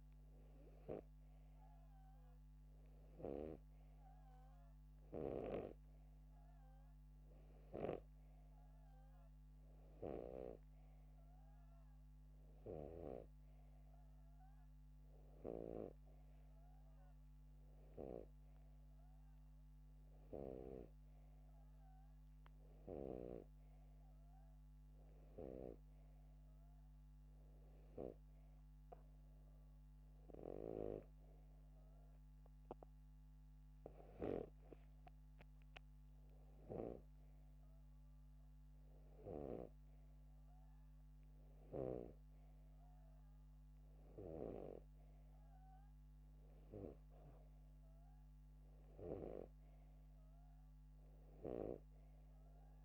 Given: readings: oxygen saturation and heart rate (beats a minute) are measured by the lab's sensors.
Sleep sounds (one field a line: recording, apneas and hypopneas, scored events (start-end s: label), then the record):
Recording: breathing in sleep by a microphone on the trachea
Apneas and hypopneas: none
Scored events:
none scored
From the record:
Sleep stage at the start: N2 (light sleep)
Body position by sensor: upright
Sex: male